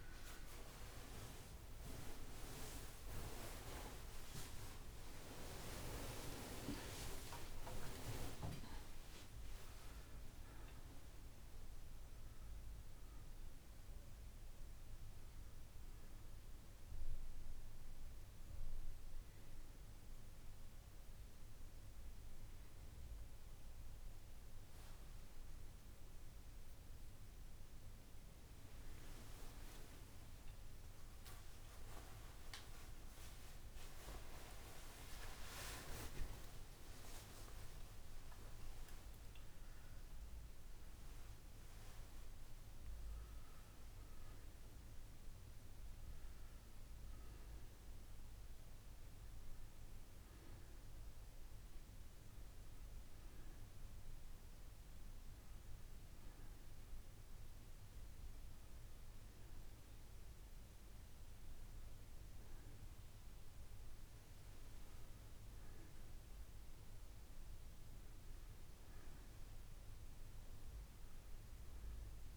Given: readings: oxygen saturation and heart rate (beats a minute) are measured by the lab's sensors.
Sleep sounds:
a person awake in a sleep study, by a room microphone; none
0.00-8.00 s: oxygen desaturation (device-marked, oxygen 91% lowest)
57.00-69.00 s: oxygen desaturation (device-marked, oxygen 95% before, 92% lowest)
From the record:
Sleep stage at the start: awake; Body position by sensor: on the back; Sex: female

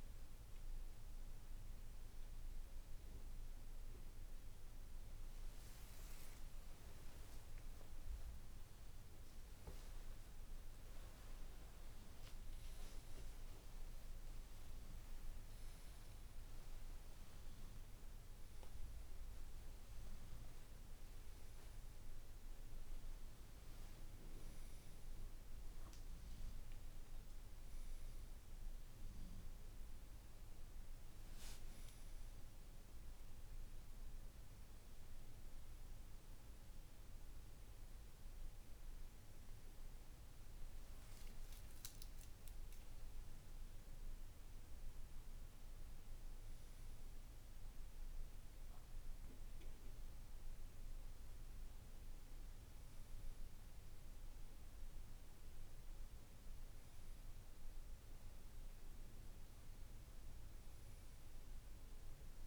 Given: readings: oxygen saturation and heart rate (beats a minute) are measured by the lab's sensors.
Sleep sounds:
a person awake in a sleep study, hard to hear, by a room microphone; none
16.50-18.50 s: long interval between heartbeats (device-marked, heart rate 59 before, 69 extreme)
18.00-34.00 s: oxygen desaturation (device-marked, oxygen 96% before, 92% lowest, heart rate 60 before, 56 extreme)
23.00-25.00 s: long interval between heartbeats (device-marked, heart rate 63 before, 80 extreme)
31.00-33.00 s: long interval between heartbeats (device-marked, heart rate 70 before, 67 extreme)
40.50-42.50 s: long interval between heartbeats (device-marked, heart rate 70 before, 65 extreme)
55.00-62.47 s: new sleep stage, N1 (lightest sleep)
From the record:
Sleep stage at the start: awake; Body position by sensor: on the left side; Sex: male

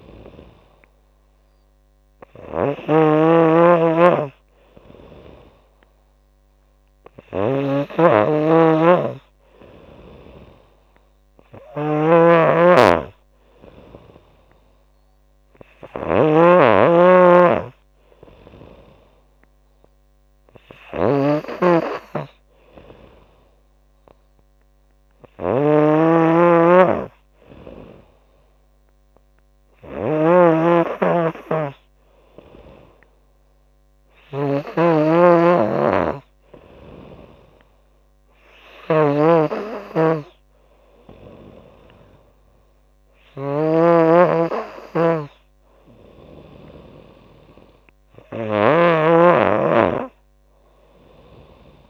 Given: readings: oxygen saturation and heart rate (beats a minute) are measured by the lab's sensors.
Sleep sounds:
breathing in sleep by a microphone on the trachea; none
0.00-51.90 s: snoring (device-marked)
21.00-51.90 s: new sleep stage, N3 (deep sleep)
From the record:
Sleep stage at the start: N2 (light sleep); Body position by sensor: on the back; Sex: female

